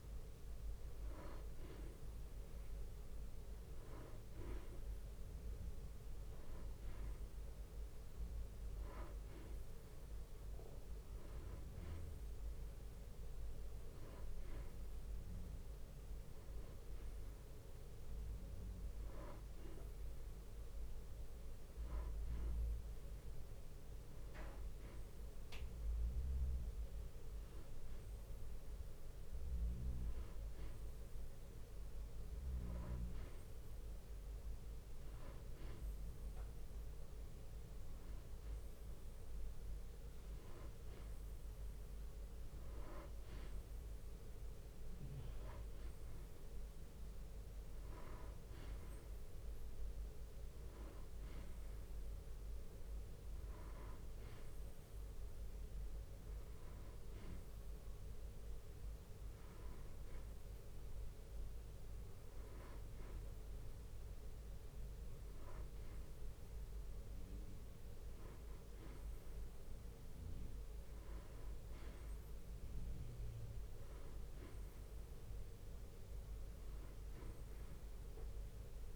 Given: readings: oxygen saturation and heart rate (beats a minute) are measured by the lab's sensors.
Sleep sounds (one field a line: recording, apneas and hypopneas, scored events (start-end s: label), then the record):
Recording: breathing in sleep, hard to hear, by a room microphone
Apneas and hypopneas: none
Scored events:
2.00-8.00 s: bradycardia (device-marked, heart rate 63 before, 56 extreme)
13.00-24.00 s: drop in pulse transit time (device-marked, heart rate 63 before, 63 extreme)
36.00-43.00 s: bradycardia (device-marked, heart rate 62 before, 57 extreme)
51.00-57.00 s: bradycardia (device-marked, heart rate 62 before, 57 extreme)
66.00-68.00 s: long interval between heartbeats (device-marked, heart rate 62 before, 64 extreme)
From the record:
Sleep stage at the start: N2 (light sleep)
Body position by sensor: on the back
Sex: male